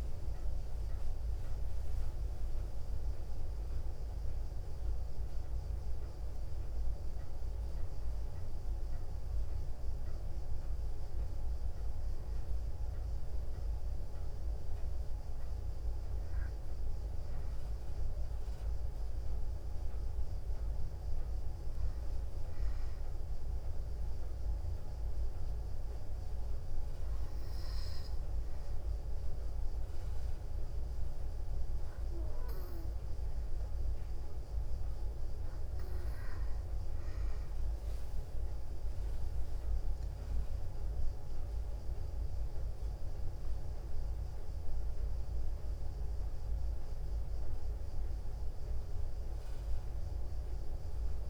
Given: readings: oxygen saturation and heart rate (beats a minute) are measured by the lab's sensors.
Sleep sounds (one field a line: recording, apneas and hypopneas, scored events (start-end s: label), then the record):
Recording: breathing in sleep, hard to hear, by a room microphone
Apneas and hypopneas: 1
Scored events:
0.00-3.00 s: arousal
23.50-36.00 s: hypopnea (oxygen 93% before, 91% lowest, heart rate 66 before, 63 extreme, up 3 after)
39.00-42.50 s: arousal
From the record:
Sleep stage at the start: N2 (light sleep)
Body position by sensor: on the back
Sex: female